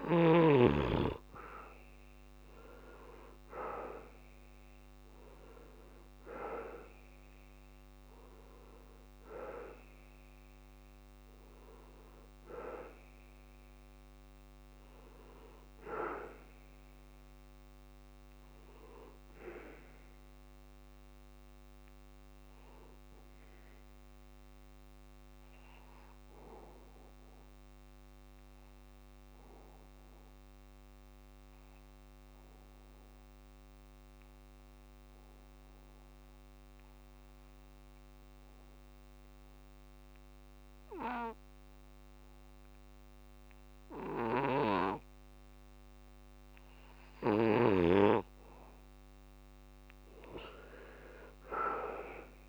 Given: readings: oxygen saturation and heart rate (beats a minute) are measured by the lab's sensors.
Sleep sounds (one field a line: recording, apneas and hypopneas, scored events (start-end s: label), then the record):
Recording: breathing in sleep by a microphone on the trachea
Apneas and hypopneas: 1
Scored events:
0.00-27.00 s: oxygen desaturation (device-marked, oxygen 87% lowest, heart rate 62 extreme)
25.00-47.00 s: mixed apnea (oxygen 96% before, 85% lowest, heart rate 92 before, 59 extreme, up 26 after)
44.00-52.49 s: oxygen desaturation (device-marked, oxygen 98% before, 85% lowest, heart rate 99 before, 59 extreme)
50.50-52.49 s: arousal
From the record:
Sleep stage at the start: N2 (light sleep)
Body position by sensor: on the back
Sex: male